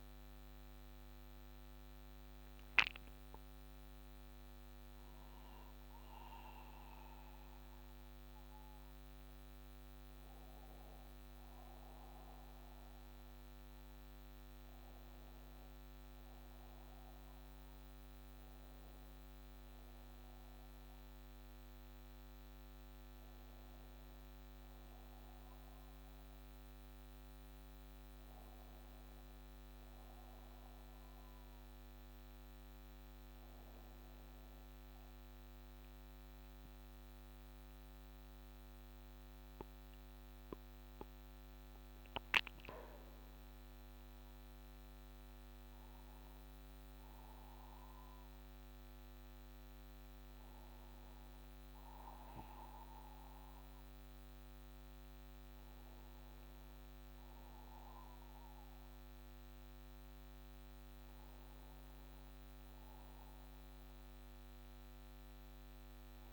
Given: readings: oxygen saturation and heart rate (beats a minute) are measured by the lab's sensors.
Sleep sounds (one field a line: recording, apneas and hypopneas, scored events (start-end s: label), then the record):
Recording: breathing in sleep, hard to hear, by a microphone on the trachea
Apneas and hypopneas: none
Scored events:
0.50-3.50 s: arousal
40.50-45.00 s: arousal
From the record:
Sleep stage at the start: N1 (lightest sleep)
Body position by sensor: on the back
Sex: male